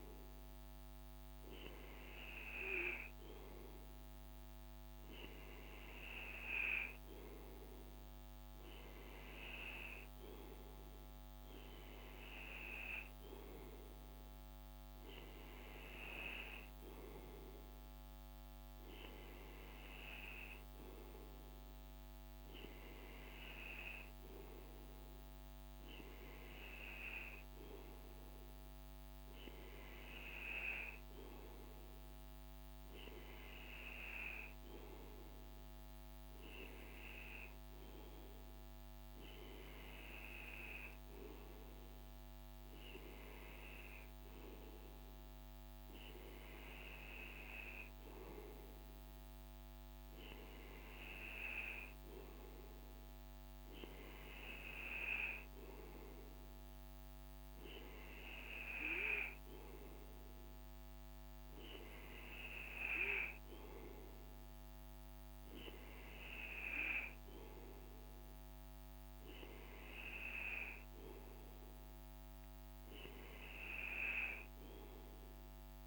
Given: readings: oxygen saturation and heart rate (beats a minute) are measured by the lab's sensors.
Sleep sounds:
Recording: breathing in sleep by a microphone on the trachea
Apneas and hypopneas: none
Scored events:
none scored
From the record:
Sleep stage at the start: N2 (light sleep)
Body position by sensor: on the right side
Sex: male

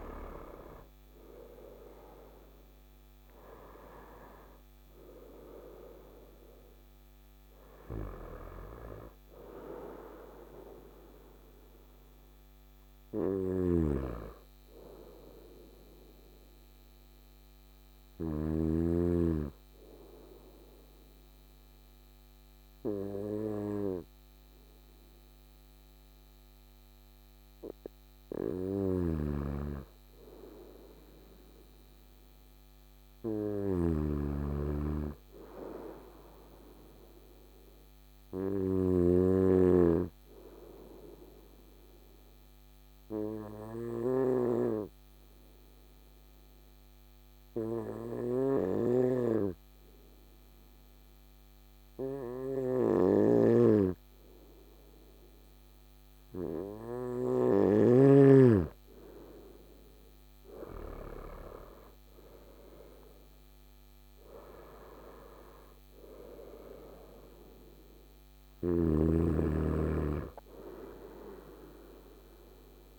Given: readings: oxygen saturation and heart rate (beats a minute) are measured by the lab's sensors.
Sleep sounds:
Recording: breathing in sleep by a microphone on the trachea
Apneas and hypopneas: 2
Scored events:
0.00-24.50 s: oxygen desaturation (device-marked, oxygen 93% lowest, heart rate 55 extreme)
12.50-18.00 s: snoring (device-marked)
15.50-27.00 s: obstructive apnea (oxygen 98% before, 93% lowest, heart rate 63 before, 55 extreme, up 2 after)
28.00-38.50 s: snoring (device-marked)
28.50-32.00 s: arousal
36.50-56.00 s: obstructive apnea (oxygen 99% before, 95% lowest, heart rate 56 before, 55 extreme, up 8 after)
52.50-57.50 s: snoring (device-marked)
59.50-62.50 s: arousal
68.00-72.99 s: snoring (device-marked)
From the record:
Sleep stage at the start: N2 (light sleep)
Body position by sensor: on the right side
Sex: male

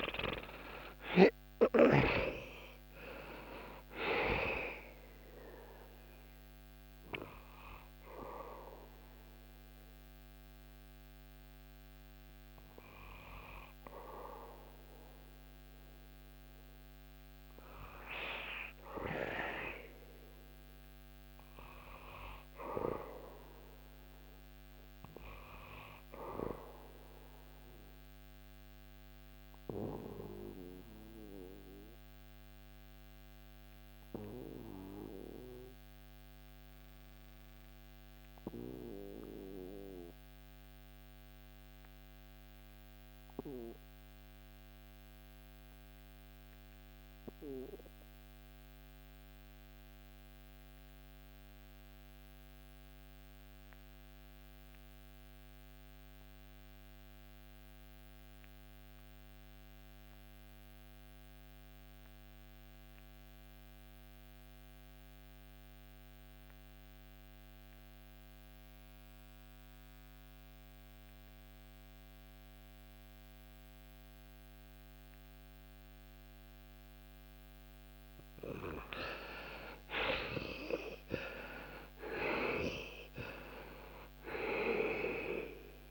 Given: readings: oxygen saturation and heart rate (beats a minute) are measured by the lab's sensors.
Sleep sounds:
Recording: breathing in sleep by a microphone on the trachea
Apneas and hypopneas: 1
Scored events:
0.00-20.00 s: oxygen desaturation (device-marked, oxygen 73% lowest, heart rate 62 extreme)
27.50-77.00 s: obstructive apnea (oxygen 100% before, 65% lowest, heart rate 82 before, 61 extreme, up 36 after)
41.00-85.90 s: new sleep stage, REM sleep
43.00-85.90 s: oxygen desaturation (device-marked, oxygen 98% before, 65% lowest, heart rate 81 before, 61 extreme)
78.50-83.00 s: arousal
From the record:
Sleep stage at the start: N2 (light sleep)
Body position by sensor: on the back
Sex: male

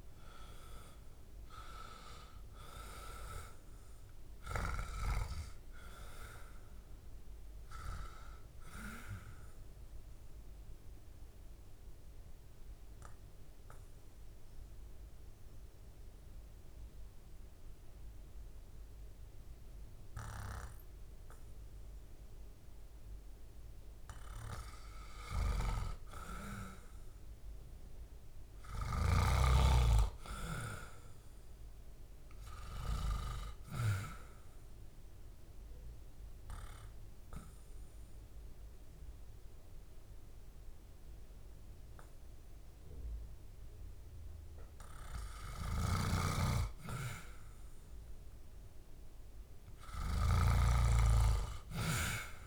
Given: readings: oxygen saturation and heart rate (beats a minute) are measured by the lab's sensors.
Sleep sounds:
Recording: breathing in sleep by a room microphone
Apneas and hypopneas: 2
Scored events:
0.00-2.50 s: arousal
8.50-27.50 s: oxygen desaturation (device-marked, oxygen 97% before, 91% lowest, heart rate 70 before, 65 extreme)
10.00-24.50 s: obstructive apnea (oxygen 98% before, 91% lowest, heart rate 71 before, 65 extreme, up 6 after)
27.50-30.50 s: arousal
34.00-45.00 s: obstructive apnea (oxygen 98% before, 92% lowest, heart rate 68 before, 63 extreme, up 1 after)
41.50-52.46 s: oxygen desaturation (device-marked, oxygen 98% before, 92% lowest, heart rate 70 before, 63 extreme)
47.50-51.50 s: arousal
From the record:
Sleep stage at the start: N2 (light sleep)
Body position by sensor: on the back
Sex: male

